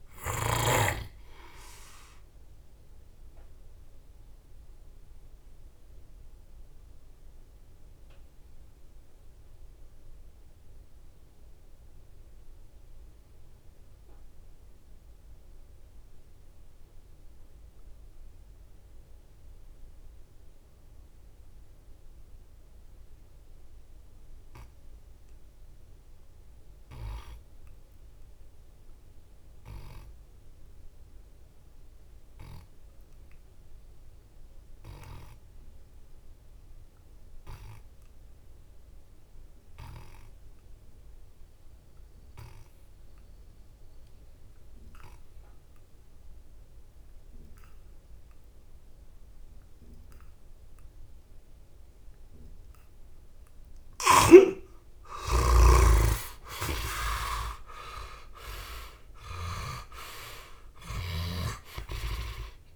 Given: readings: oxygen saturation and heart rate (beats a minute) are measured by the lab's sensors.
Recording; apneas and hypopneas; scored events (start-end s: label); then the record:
breathing in sleep by a room microphone; 1
2.00-52.50 s: mixed apnea (heart rate 77 before, 48 extreme, up 8 after)
54.50-58.50 s: arousal
56.00-61.00 s: snoring (device-marked)
From the record:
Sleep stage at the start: N2 (light sleep); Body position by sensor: on the back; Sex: male